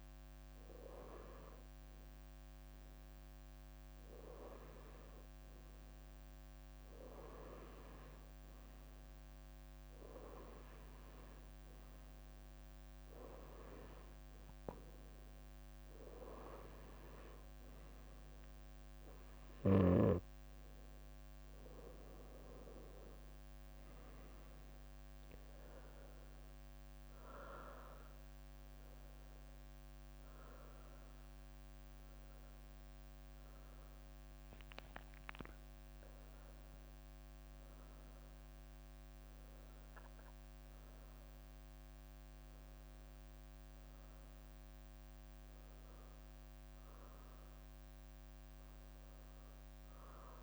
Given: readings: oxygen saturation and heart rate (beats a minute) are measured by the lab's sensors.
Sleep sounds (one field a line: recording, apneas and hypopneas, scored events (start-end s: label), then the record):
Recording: breathing in sleep by a microphone on the trachea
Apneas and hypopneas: 1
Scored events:
11.50-13.50 s: leg movement (device-marked)
14.50-15.50 s: leg movement (device-marked)
17.00-18.50 s: leg movement (device-marked)
22.00-24.00 s: leg movement (device-marked)
23.50-27.50 s: arousal
26.00-27.50 s: leg movement (device-marked)
29.50-30.50 s: leg movement (device-marked)
30.50-42.00 s: hypopnea (oxygen 96% before, 93% lowest, heart rate 72 before, 68 extreme)
30.50-50.43 s: new sleep stage, N1 (lightest sleep)
41.00-42.50 s: leg movement (device-marked)
43.00-47.50 s: arousal
From the record:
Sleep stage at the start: N2 (light sleep)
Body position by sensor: on the right side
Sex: female